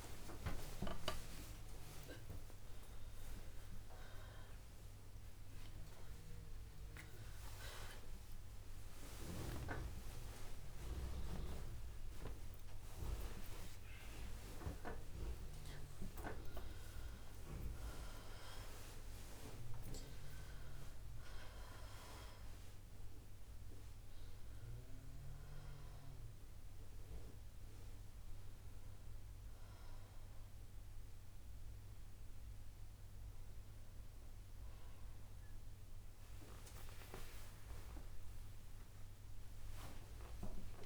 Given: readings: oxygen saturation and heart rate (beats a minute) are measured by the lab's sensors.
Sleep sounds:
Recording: a person awake in a sleep study, by a room microphone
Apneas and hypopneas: none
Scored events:
12.00-20.00 s: oxygen desaturation (device-marked, oxygen 94% before, 91% lowest, heart rate 119 before, 63 extreme)
25.00-30.00 s: oxygen desaturation (device-marked, oxygen 94% before, 88% lowest, heart rate 131 before, 63 extreme)
37.00-40.86 s: new sleep stage, N2 (light sleep)
From the record:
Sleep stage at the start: awake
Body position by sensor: on the right side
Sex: female

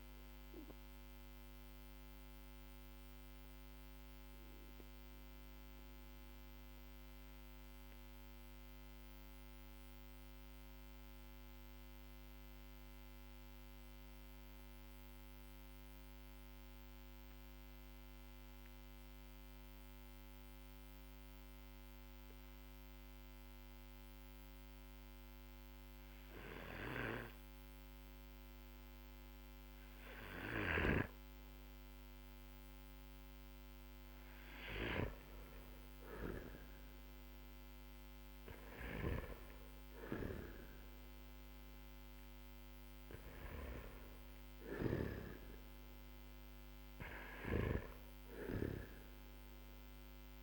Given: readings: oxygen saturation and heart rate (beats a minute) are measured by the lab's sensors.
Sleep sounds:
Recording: a person partly awake in a sleep study, by a microphone on the trachea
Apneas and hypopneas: 1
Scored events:
1.50-29.50 s: obstructive apnea (oxygen 97% before, 94% lowest, heart rate 48 before, 41 extreme, up 4 after)
33.00-50.43 s: new sleep stage, awake
38.00-50.43 s: snoring (device-marked)
43.00-50.43 s: oxygen desaturation (device-marked, oxygen 97% before, 94% lowest, heart rate 47 before, 41 extreme)
From the record:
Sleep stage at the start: N1 (lightest sleep)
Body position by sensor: on the back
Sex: male

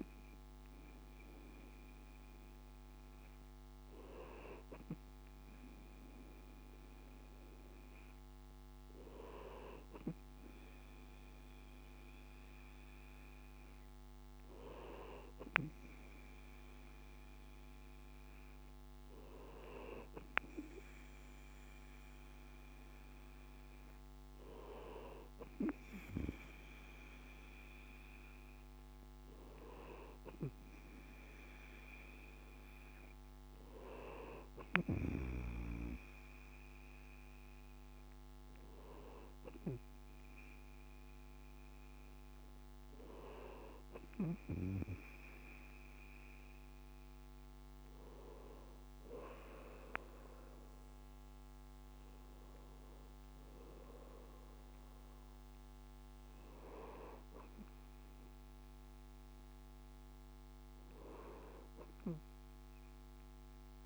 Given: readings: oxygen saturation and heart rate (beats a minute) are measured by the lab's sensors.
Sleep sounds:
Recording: breathing in sleep by a microphone on the trachea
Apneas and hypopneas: none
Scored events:
none scored
From the record:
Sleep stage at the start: N2 (light sleep)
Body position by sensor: on the right side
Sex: male

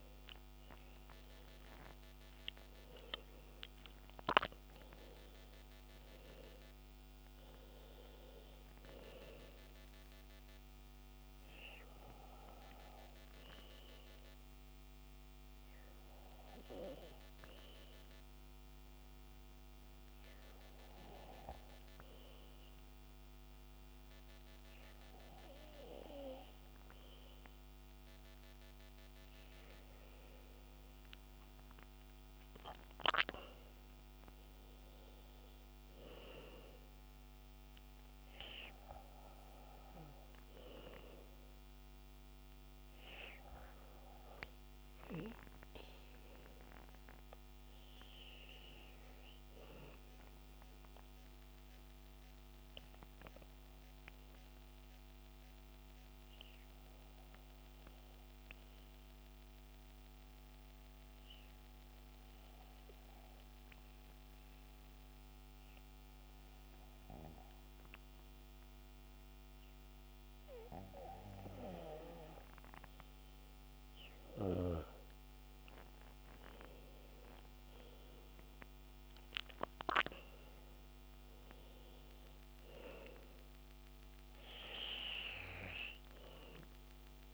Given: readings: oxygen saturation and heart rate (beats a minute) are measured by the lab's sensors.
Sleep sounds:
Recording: breathing in sleep by a microphone on the trachea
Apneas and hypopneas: 2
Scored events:
0.00-4.50 s: arousal
11.00-27.00 s: hypopnea (oxygen 98% before, 94% lowest, heart rate 66 before, 59 extreme, up 14 after)
29.50-33.50 s: arousal
50.00-70.00 s: obstructive apnea (oxygen 98% before, 94% lowest, heart rate 66 before, 56 extreme, up 14 after)
71.50-84.50 s: oxygen desaturation (device-marked, oxygen 98% before, 95% lowest, heart rate 59 before, 59 extreme)
74.00-79.00 s: arousal
From the record:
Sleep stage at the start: N2 (light sleep)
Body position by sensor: on the back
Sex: male

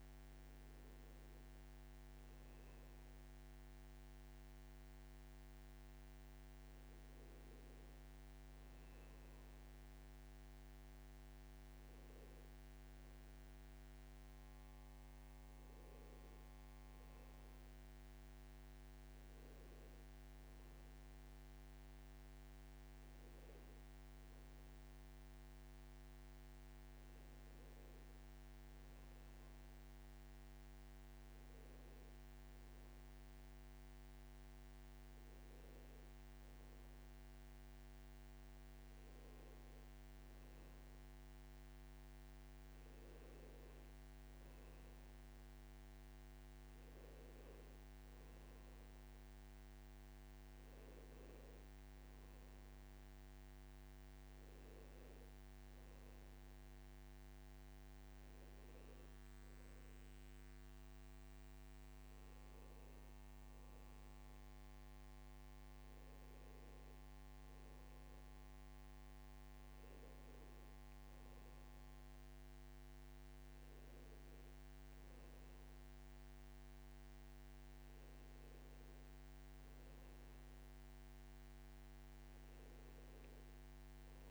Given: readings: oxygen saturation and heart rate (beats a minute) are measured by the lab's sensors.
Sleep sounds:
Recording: breathing in sleep, hard to hear, by a microphone on the trachea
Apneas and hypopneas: none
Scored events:
77.50-84.31 s: new sleep stage, N2 (light sleep)
From the record:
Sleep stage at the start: N1 (lightest sleep)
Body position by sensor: on the back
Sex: male

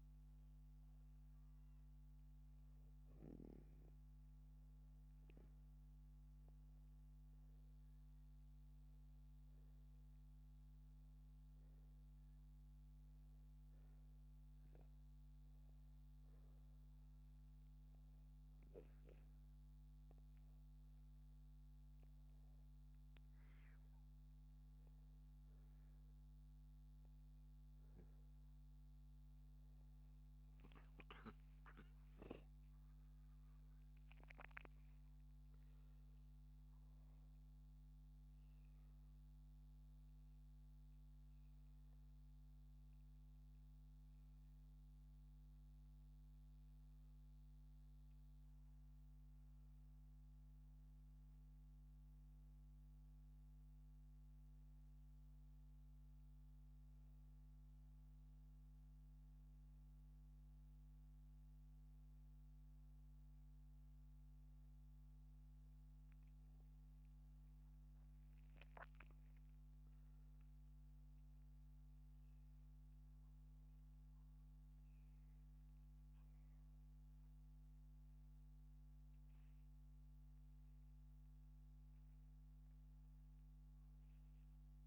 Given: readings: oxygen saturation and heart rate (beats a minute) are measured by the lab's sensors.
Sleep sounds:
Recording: a person partly awake in a sleep study, hard to hear, by a microphone on the trachea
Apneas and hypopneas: 1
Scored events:
3.50-6.50 s: arousal
11.00-23.00 s: hypopnea (oxygen 97% before, 95% lowest, heart rate 80 before, 79 extreme, up 2 after)
27.50-32.50 s: arousal
30.00-60.00 s: new sleep stage, N1 (lightest sleep)
60.00-84.87 s: new sleep stage, awake
From the record:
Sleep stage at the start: N2 (light sleep)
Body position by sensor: upright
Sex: male

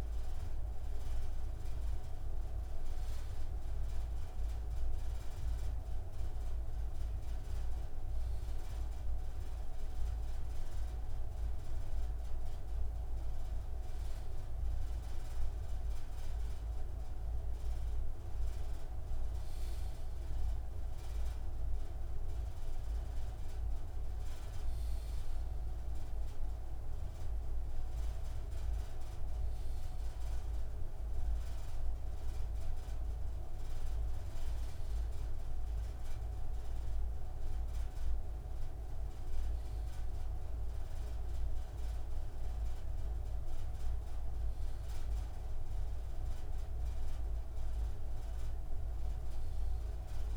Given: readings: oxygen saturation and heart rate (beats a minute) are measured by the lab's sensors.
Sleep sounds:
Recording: breathing in sleep, hard to hear, by a room microphone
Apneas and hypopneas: none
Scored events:
none scored
From the record:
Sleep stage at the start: N2 (light sleep)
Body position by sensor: on the left side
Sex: male

